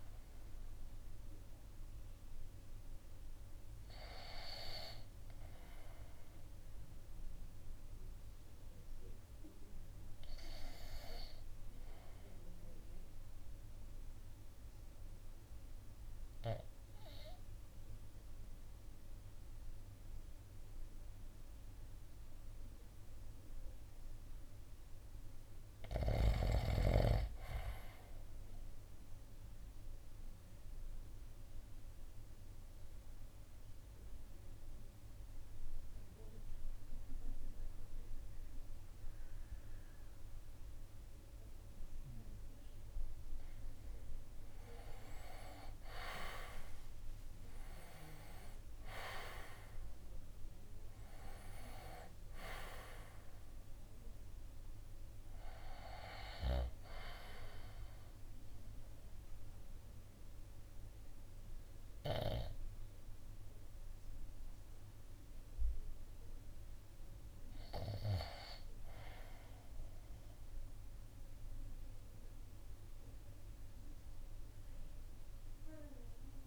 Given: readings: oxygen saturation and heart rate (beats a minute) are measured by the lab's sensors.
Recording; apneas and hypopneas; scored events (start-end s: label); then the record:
breathing in sleep by a room microphone; 3
0.00-3.50 s: drop in pulse transit time (device-marked, heart rate 59 extreme)
5.50-19.50 s: oxygen desaturation (device-marked, oxygen 94% before, 83% lowest, heart rate 64 before, 53 extreme)
5.50-23.00 s: obstructive apnea (oxygen 94% before, 83% lowest, heart rate 64 before, 53 extreme, up 1 after)
24.00-26.50 s: arousal
29.50-43.50 s: obstructive apnea (oxygen 99% before, 84% lowest, heart rate 58 before, 53 extreme, up 16 after)
35.50-58.50 s: oxygen desaturation (device-marked, oxygen 97% before, 88% lowest, heart rate 56 before, 54 extreme)
45.00-50.00 s: arousal
57.00-68.00 s: obstructive apnea (oxygen 97% before, 84% lowest, heart rate 61 before, 54 extreme, up 4 after)
66.50-76.47 s: oxygen desaturation (device-marked, oxygen 92% before, 84% lowest, heart rate 63 before, 52 extreme)
72.00-76.47 s: arousal
From the record:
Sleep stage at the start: REM sleep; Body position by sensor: on the right side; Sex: male